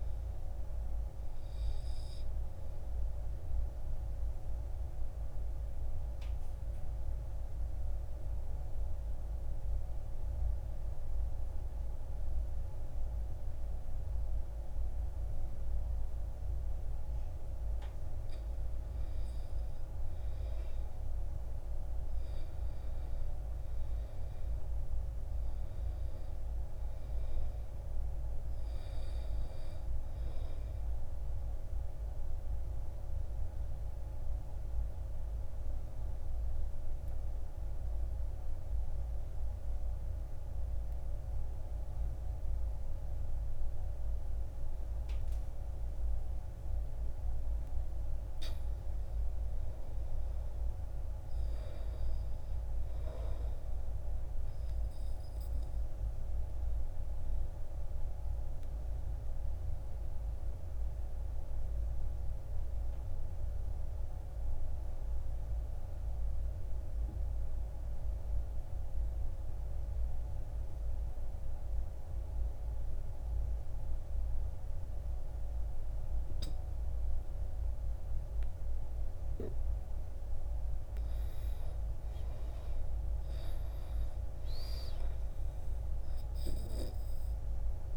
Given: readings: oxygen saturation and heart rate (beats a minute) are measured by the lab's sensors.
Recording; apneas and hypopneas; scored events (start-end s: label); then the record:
breathing in sleep, hard to hear, by a room microphone; 3
0.00-15.50 s: oxygen desaturation (device-marked, oxygen 83% lowest, heart rate 52 extreme)
4.50-18.00 s: obstructive apnea (oxygen 98% before, 83% lowest, heart rate 65 before, 52 extreme, up 9 after)
21.00-25.50 s: arousal
31.50-46.50 s: obstructive apnea (oxygen 100% before, 87% lowest, heart rate 56 before, 52 extreme, up 8 after)
40.50-49.50 s: oxygen desaturation (device-marked, oxygen 98% before, 95% lowest, heart rate 58 before, 54 extreme)
49.00-53.00 s: arousal
56.50-79.50 s: obstructive apnea (oxygen 98% before, 83% lowest, heart rate 55 before, 55 extreme, up 11 after)
70.50-81.50 s: oxygen desaturation (device-marked, oxygen 97% before, 93% lowest, heart rate 58 before, 55 extreme)
82.50-87.00 s: arousal
From the record:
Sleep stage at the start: N2 (light sleep); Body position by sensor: on the back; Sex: male